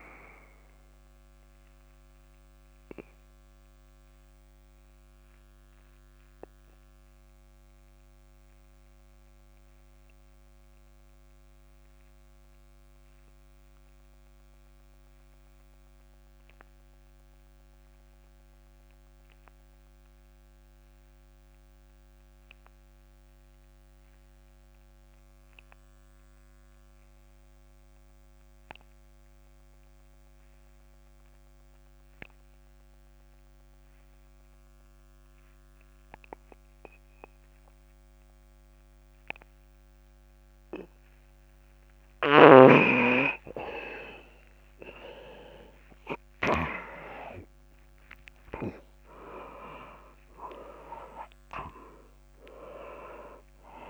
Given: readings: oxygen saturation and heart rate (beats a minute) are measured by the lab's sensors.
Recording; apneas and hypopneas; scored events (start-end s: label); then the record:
breathing in sleep by a microphone on the trachea; 1
0.00-18.00 s: oxygen desaturation (device-marked, oxygen 83% lowest)
0.50-41.00 s: obstructive apnea (oxygen 99% before, 83% lowest, heart rate 33 before, 35 extreme, up 23 after)
36.00-53.89 s: oxygen desaturation (device-marked, oxygen 99% before, 83% lowest, heart rate 43 before, 26 extreme)
44.00-49.00 s: arousal
From the record:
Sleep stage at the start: N2 (light sleep); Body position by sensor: on the back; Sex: male